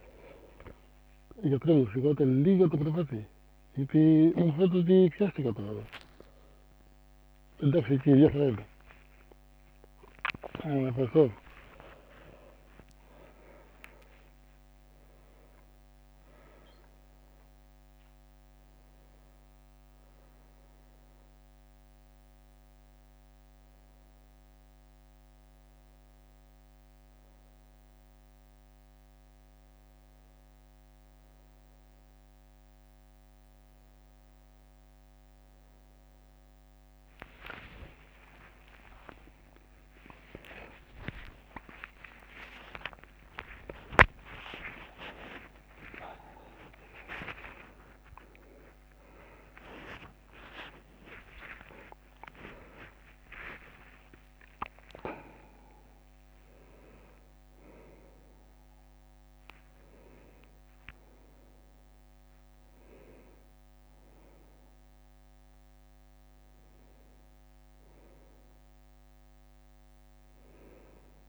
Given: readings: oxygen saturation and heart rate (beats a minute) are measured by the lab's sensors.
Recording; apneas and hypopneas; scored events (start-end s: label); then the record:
a person awake in a sleep study, by a microphone on the trachea; none
0.00-1.00 s: leg movement (device-marked)
4.00-8.00 s: snoring (device-marked)
8.00-9.50 s: leg movement (device-marked)
8.00-10.00 s: long interval between heartbeats (device-marked, heart rate 63 before, 89 extreme)
37.50-39.50 s: long interval between heartbeats (device-marked, heart rate 63 before, 67 extreme)
37.50-47.50 s: leg movement (device-marked)
38.50-44.50 s: tachycardia (device-marked, heart rate 66 before, 139 extreme)
39.50-41.50 s: long interval between heartbeats (device-marked, heart rate 63 before, 86 extreme)
44.00-46.00 s: long interval between heartbeats (device-marked, heart rate 72 before, 137 extreme)
46.50-48.50 s: long interval between heartbeats (device-marked, heart rate 83 before, 99 extreme)
50.00-52.00 s: long interval between heartbeats (device-marked, heart rate 89 before, 77 extreme)
61.50-63.50 s: bradycardia (device-marked, heart rate 65 before, 62 extreme)
68.50-70.50 s: bradycardia (device-marked, heart rate 65 before, 59 extreme)
From the record:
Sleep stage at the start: awake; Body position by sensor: on the back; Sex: male